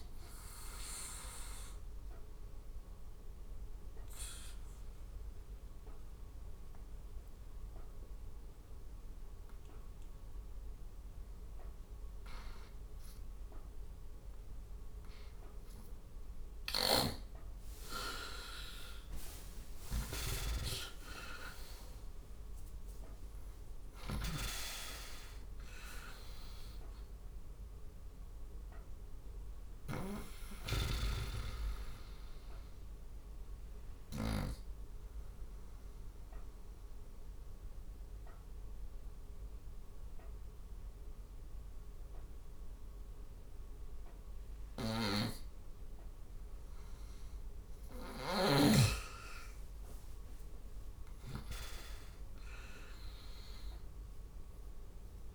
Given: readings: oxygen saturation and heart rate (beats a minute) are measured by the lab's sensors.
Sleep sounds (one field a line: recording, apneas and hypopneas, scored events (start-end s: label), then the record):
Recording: breathing in sleep by a room microphone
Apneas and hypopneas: 2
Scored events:
2.00-16.50 s: obstructive apnea (oxygen 95% before, 90% lowest, heart rate 74 before, 70 extreme, up 10 after)
13.00-25.00 s: oxygen desaturation (device-marked, oxygen 95% before, 90% lowest, heart rate 76 before, 68 extreme)
16.00-34.00 s: snoring (device-marked)
18.00-21.50 s: arousal
32.00-47.50 s: obstructive apnea (oxygen 96% before, 90% lowest, heart rate 81 before, 68 extreme, up 14 after)
44.00-55.35 s: snoring (device-marked)
45.00-55.35 s: oxygen desaturation (device-marked, oxygen 96% before, 90% lowest, heart rate 76 before, 66 extreme)
49.50-53.50 s: arousal
From the record:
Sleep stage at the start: N2 (light sleep)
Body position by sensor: on the right side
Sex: male